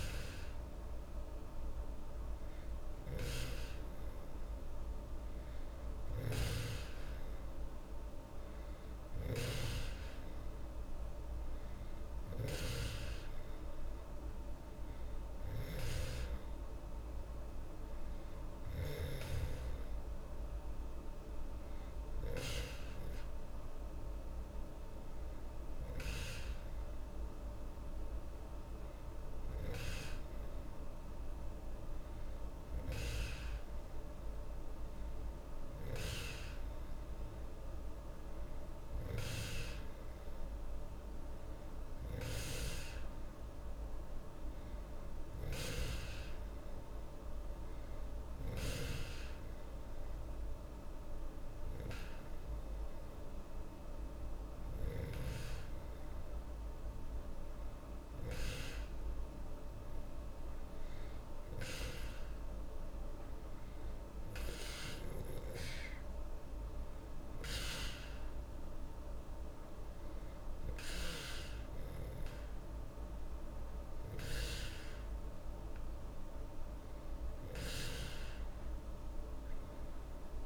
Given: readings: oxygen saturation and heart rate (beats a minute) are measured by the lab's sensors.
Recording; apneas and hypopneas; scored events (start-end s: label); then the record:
breathing in sleep by a room microphone; none
none scored
From the record:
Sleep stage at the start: N2 (light sleep); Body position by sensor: on the back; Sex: female